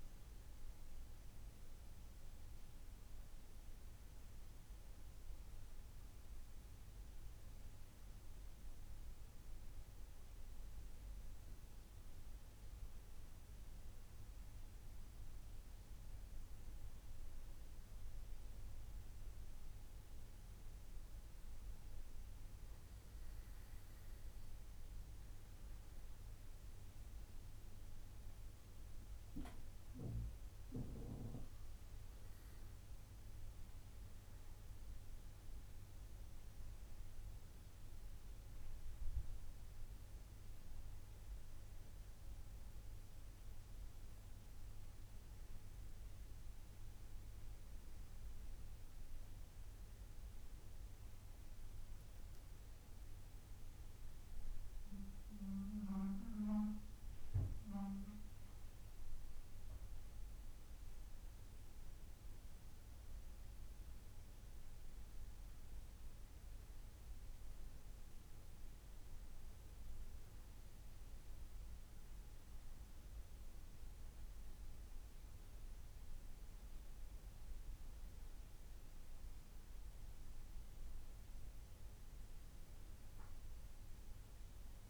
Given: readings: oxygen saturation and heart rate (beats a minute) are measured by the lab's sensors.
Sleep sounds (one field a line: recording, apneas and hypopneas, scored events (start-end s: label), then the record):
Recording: breathing in sleep, hard to hear, by a room microphone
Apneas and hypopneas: none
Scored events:
none scored
From the record:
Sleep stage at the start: N1 (lightest sleep)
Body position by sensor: on the back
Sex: male